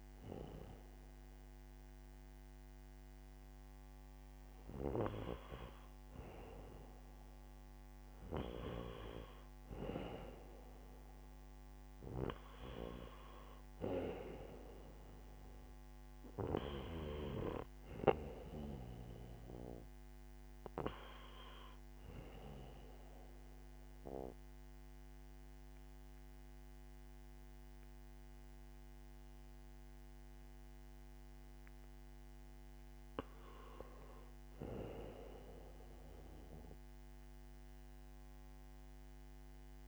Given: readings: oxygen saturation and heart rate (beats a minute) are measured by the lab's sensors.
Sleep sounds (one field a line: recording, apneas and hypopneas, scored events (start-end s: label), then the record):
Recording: breathing in sleep by a microphone on the trachea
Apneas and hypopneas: 1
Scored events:
16.50-39.88 s: oxygen desaturation (device-marked, oxygen 95% before, 90% lowest, heart rate 69 before, 59 extreme)
23.00-34.00 s: obstructive apnea (oxygen 95% before, 89% lowest, heart rate 66 before, 59 extreme, up 11 after)
35.50-39.88 s: arousal
From the record:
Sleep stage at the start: N1 (lightest sleep)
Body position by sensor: on the back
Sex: male